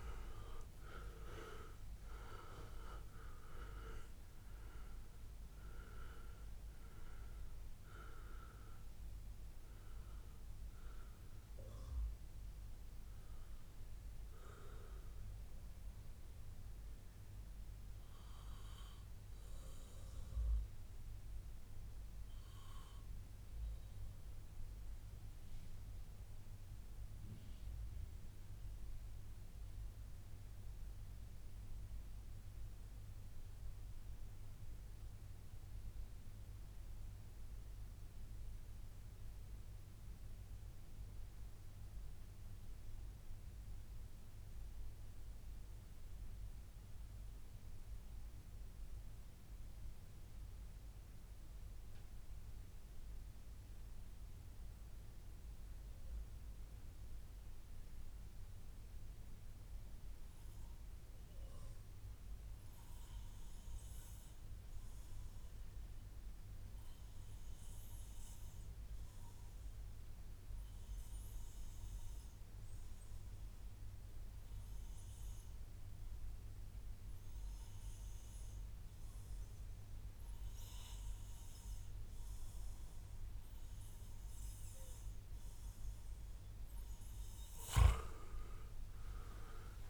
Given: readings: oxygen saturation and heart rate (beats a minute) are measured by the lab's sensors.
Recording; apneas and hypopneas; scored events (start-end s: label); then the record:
breathing in sleep by a room microphone; 1
0.00-16.50 s: oxygen desaturation (device-marked, oxygen 86% lowest, heart rate 77 extreme)
17.00-85.50 s: mixed apnea (oxygen 94% before, 86% lowest, heart rate 134 before, 109 extreme, up 29 after)
64.50-89.90 s: oxygen desaturation (device-marked, oxygen 98% before, 89% lowest, heart rate 143 before, 109 extreme)
76.00-78.00 s: long interval between heartbeats (device-marked, heart rate 141 before, 130 extreme)
78.50-80.50 s: long interval between heartbeats (device-marked, heart rate 140 before, 113 extreme)
87.50-89.90 s: arousal
From the record:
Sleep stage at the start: REM sleep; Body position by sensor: on the back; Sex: male